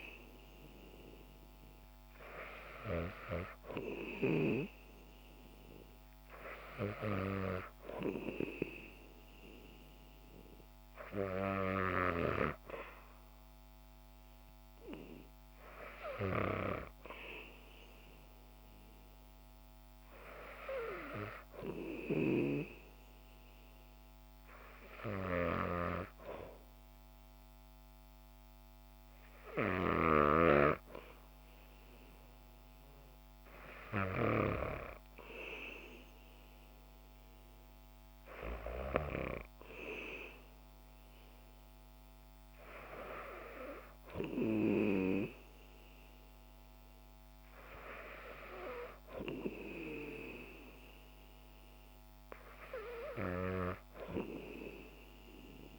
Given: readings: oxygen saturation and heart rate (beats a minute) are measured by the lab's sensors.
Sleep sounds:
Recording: breathing in sleep by a microphone on the trachea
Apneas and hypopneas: none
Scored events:
none scored
From the record:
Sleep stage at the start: N2 (light sleep)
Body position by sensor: on the back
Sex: female

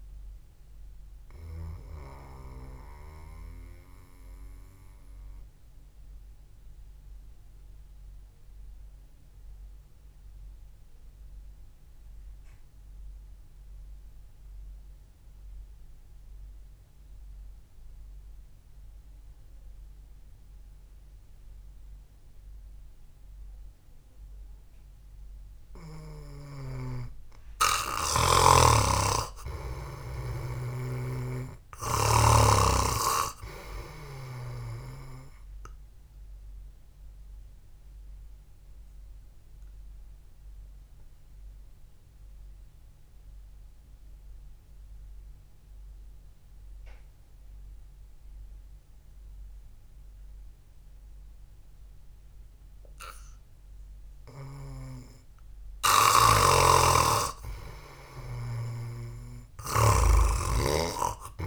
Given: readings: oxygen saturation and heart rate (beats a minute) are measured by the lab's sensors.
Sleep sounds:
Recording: breathing in sleep by a room microphone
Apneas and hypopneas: 2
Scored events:
0.00-21.00 s: oxygen desaturation (device-marked, oxygen 88% lowest, heart rate 52 extreme)
5.00-27.50 s: mixed apnea (oxygen 97% before, 86% lowest, heart rate 55 before, 52 extreme, up 0 after)
7.00-9.00 s: long interval between heartbeats (device-marked, heart rate 55 before, 60 extreme)
29.00-32.50 s: arousal
29.50-33.00 s: snoring (device-marked)
31.00-60.00 s: oxygen desaturation (device-marked, oxygen 98% before, 86% lowest, heart rate 64 before, 52 extreme)
38.00-55.00 s: obstructive apnea (oxygen 98% before, 86% lowest, heart rate 61 before, 52 extreme)
59.00-61.46 s: snoring (device-marked)
From the record:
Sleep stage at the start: N2 (light sleep)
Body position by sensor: on the back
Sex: male

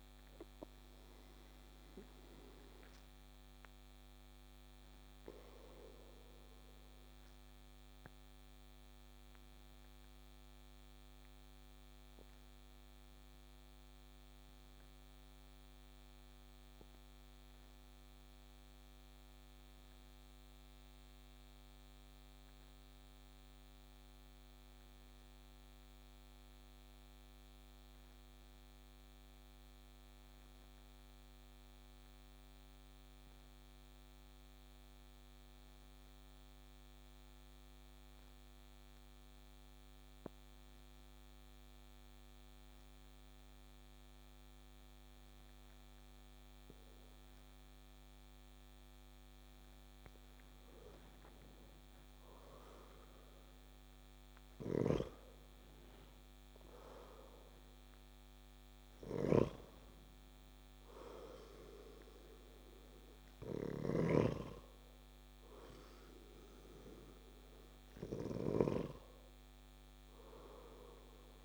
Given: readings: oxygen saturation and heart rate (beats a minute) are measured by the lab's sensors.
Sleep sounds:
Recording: breathing in sleep by a microphone on the trachea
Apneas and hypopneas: 1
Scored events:
0.00-13.00 s: oxygen desaturation (device-marked, oxygen 89% lowest)
2.50-49.50 s: obstructive apnea (oxygen 95% before, 87% lowest)
50.00-71.44 s: oxygen desaturation (device-marked, oxygen 94% before, 87% lowest)
52.00-56.00 s: arousal
54.50-59.50 s: snoring (device-marked)
From the record:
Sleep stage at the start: N2 (light sleep)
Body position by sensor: on the back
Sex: male

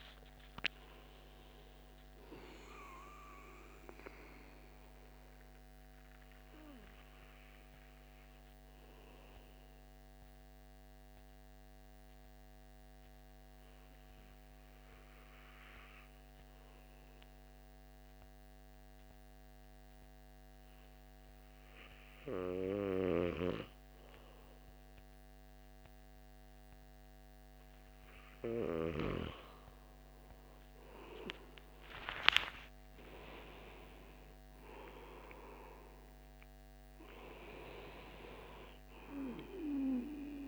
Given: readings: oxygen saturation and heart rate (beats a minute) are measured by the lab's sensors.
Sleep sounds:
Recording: breathing in sleep by a microphone on the trachea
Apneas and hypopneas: 1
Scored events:
6.50-28.50 s: obstructive apnea (oxygen 96% before, 92% lowest, heart rate 82 before, 59 extreme, up 37 after)
31.00-34.00 s: arousal
31.00-40.48 s: oxygen desaturation (device-marked, oxygen 97% before, 92% lowest, heart rate 69 before, 59 extreme)
From the record:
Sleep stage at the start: N2 (light sleep)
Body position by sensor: on the back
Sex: male

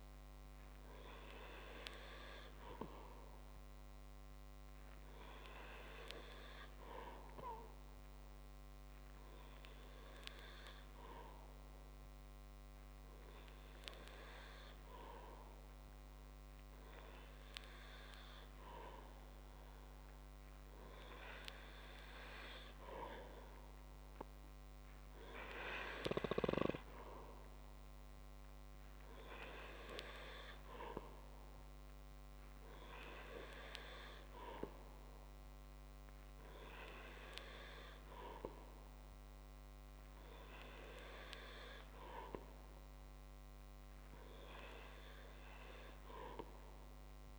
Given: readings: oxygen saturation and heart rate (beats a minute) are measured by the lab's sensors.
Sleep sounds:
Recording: breathing in sleep by a microphone on the trachea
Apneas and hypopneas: none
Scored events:
none scored
From the record:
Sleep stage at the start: N3 (deep sleep)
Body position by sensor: on the back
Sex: male

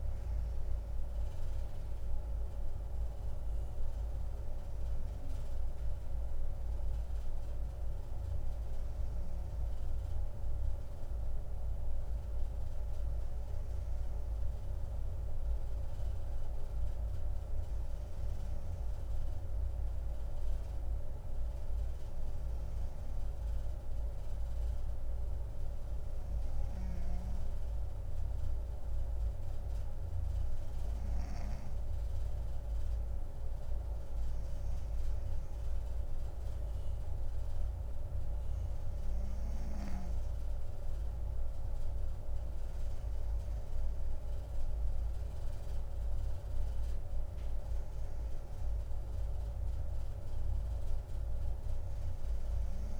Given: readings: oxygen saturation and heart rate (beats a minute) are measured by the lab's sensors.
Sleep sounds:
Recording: a person partly awake in a sleep study, hard to hear, by a room microphone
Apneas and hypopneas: 1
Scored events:
3.00-53.00 s: new sleep stage, N2 (light sleep)
20.00-34.50 s: hypopnea (oxygen 98% before, 95% lowest, heart rate 70 before, 64 extreme, up 5 after)
36.00-39.50 s: arousal
From the record:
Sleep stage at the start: awake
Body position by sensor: on the right side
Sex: female

